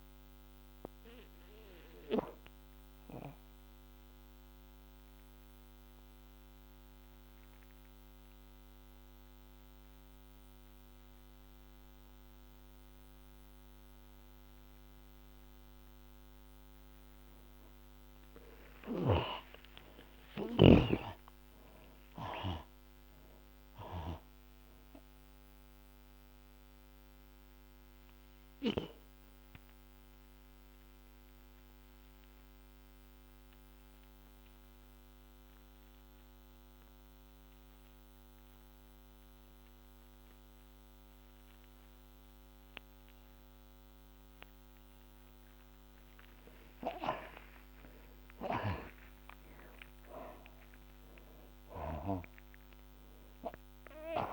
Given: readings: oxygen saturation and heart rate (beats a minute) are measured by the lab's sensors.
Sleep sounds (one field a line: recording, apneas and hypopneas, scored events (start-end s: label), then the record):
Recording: breathing in sleep by a microphone on the trachea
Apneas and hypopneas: 2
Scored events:
0.50-15.50 s: oxygen desaturation (device-marked, oxygen 91% before, 70% lowest, heart rate 62 before, 58 extreme)
1.50-15.50 s: obstructive apnea (oxygen 91% before, 68% lowest, heart rate 62 before, 58 extreme, up 12 after)
17.50-43.50 s: oxygen desaturation (device-marked, oxygen 92% before, 69% lowest, heart rate 65 before, 68 extreme)
19.00-23.50 s: arousal
26.00-45.00 s: obstructive apnea (oxygen 92% before, 68% lowest, heart rate 63 before, 69 extreme)
45.50-54.33 s: oxygen desaturation (device-marked, oxygen 94% before, 68% lowest)
46.50-50.50 s: arousal
From the record:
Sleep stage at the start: N2 (light sleep)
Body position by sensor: on the back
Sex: male